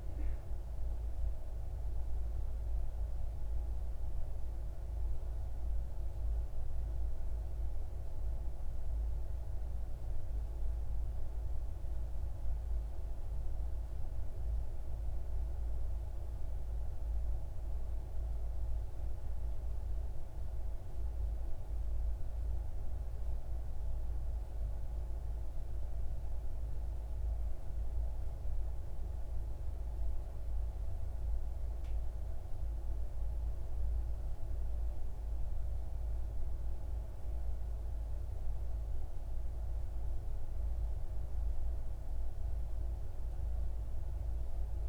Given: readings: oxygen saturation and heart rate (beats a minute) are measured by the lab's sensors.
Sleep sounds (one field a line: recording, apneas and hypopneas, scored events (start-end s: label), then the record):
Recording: breathing in sleep, hard to hear, by a room microphone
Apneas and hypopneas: none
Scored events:
none scored
From the record:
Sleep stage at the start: N3 (deep sleep)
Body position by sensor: on the left side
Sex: male